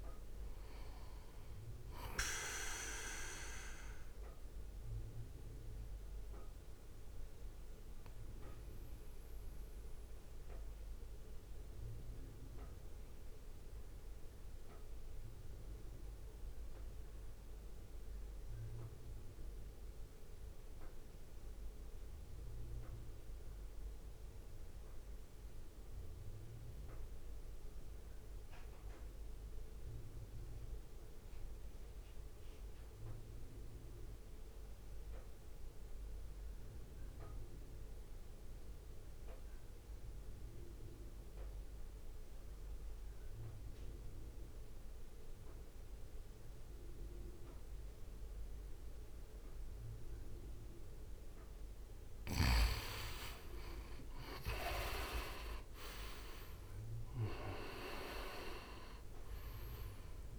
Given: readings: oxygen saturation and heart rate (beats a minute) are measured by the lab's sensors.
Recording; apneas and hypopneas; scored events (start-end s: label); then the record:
breathing in sleep by a room microphone; 1
0.00-9.00 s: drop in pulse transit time (device-marked, heart rate 47 before, 55 extreme)
3.00-30.00 s: oxygen desaturation (device-marked, oxygen 89% before, 75% lowest, heart rate 52 before, 50 extreme)
3.50-51.50 s: mixed apnea (oxygen 92% before, 75% lowest, heart rate 52 before, 50 extreme, up 10 after)
39.00-60.38 s: oxygen desaturation (device-marked, oxygen 99% before, 80% lowest, heart rate 65 before, 50 extreme)
54.00-58.50 s: arousal
56.00-60.38 s: drop in pulse transit time (device-marked, heart rate 55 before, 55 extreme)
From the record:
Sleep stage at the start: REM sleep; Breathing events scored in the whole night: 306 in 4.0 hours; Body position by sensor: on the right side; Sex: male